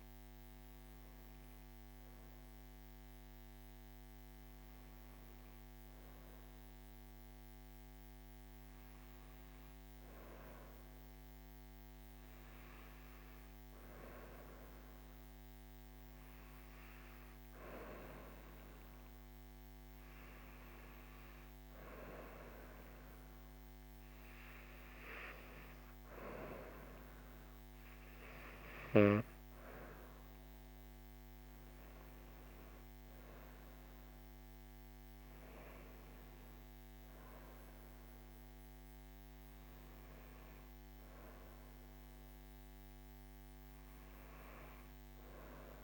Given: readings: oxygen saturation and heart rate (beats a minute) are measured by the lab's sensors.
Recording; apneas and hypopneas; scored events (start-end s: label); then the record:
breathing in sleep by a microphone on the trachea; none
34.00-38.50 s: arousal
From the record:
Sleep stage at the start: N2 (light sleep); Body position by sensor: on the right side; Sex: female